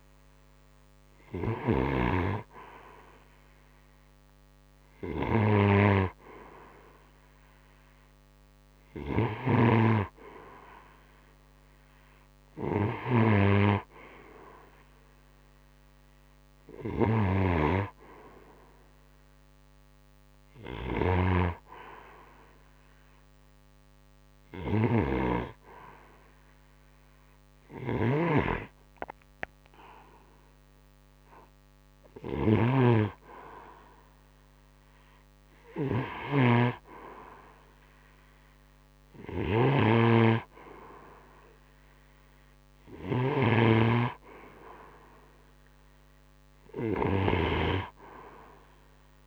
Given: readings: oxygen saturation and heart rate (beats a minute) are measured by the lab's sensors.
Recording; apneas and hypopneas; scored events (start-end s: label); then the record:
breathing in sleep by a microphone on the trachea; none
8.00-46.50 s: snoring (device-marked)
From the record:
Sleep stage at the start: N2 (light sleep); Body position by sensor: on the right side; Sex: male